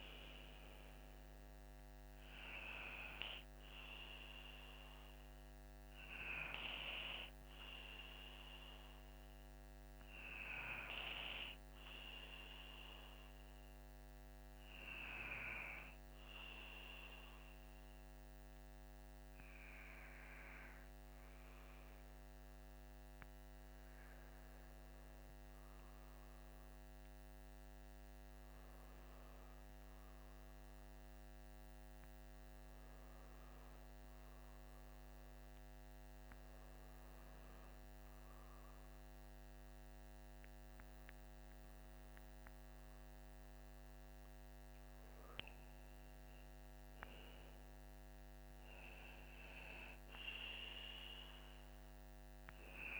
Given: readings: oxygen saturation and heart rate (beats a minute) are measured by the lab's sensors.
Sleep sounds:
breathing in sleep by a microphone on the trachea; 1
0.00-13.50 s: oxygen desaturation (device-marked, oxygen 94% lowest, heart rate 51 extreme)
17.50-43.50 s: hypopnea (oxygen 97% before, 95% lowest, heart rate 57 before, 47 extreme, up 8 after)
41.50-53.00 s: oxygen desaturation (device-marked, oxygen 98% before, 95% lowest, heart rate 53 before, 47 extreme)
45.00-49.50 s: arousal
From the record:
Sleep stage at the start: N2 (light sleep); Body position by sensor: on the back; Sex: male

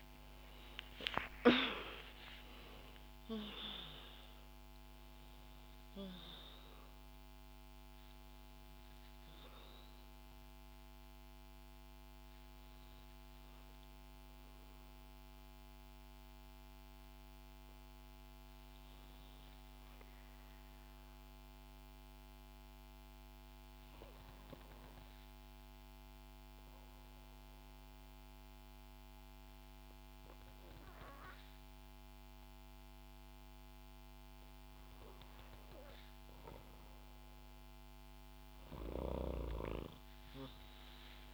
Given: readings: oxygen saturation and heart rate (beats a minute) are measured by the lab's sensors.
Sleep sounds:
breathing in sleep by a microphone on the trachea; 1
0.00-3.00 s: arousal
0.00-7.00 s: oxygen desaturation (device-marked, oxygen 69% lowest, heart rate 64 extreme)
1.00-3.00 s: long interval between heartbeats (device-marked, heart rate 70 before, 88 extreme)
2.00-41.34 s: new sleep stage, N2 (light sleep)
13.00-19.00 s: oxygen desaturation (device-marked, oxygen 70% before, 65% lowest, heart rate 81 before, 63 extreme)
16.50-18.50 s: long interval between heartbeats (device-marked, heart rate 83 before, 72 extreme)
19.50-21.50 s: long interval between heartbeats (device-marked, heart rate 83 before, 74 extreme)
24.50-34.50 s: obstructive apnea (oxygen 94% before, 88% lowest, heart rate 80 before, 62 extreme, up 4 after)
37.00-41.34 s: arousal
From the record:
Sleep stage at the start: REM sleep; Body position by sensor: on the back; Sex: female

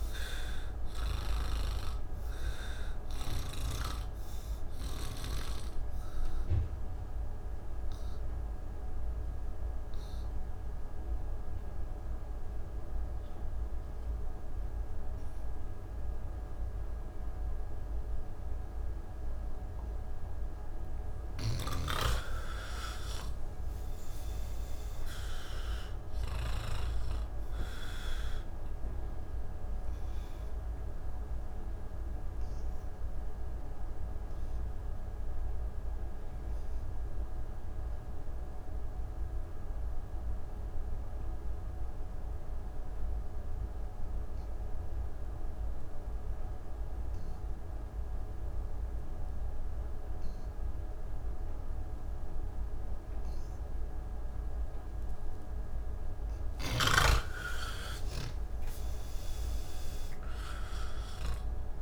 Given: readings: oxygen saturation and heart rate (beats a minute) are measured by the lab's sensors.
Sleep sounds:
breathing in sleep by a room microphone; 2
0.00-19.00 s: oxygen desaturation (device-marked, oxygen 80% lowest)
5.50-20.00 s: obstructive apnea (oxygen 99% before, 80% lowest, heart rate 104 before, 116 extreme, up 39 after)
29.00-44.00 s: oxygen desaturation (device-marked, oxygen 99% before, 91% lowest, heart rate 138 before, 65 extreme)
31.50-54.50 s: obstructive apnea (oxygen 99% before, 80% lowest, heart rate 140 before, 65 extreme, up 40 after)
46.00-61.82 s: oxygen desaturation (device-marked, oxygen 98% before, 82% lowest, heart rate 149 before, 65 extreme)
From the record:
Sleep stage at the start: N2 (light sleep); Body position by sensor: on the back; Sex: male

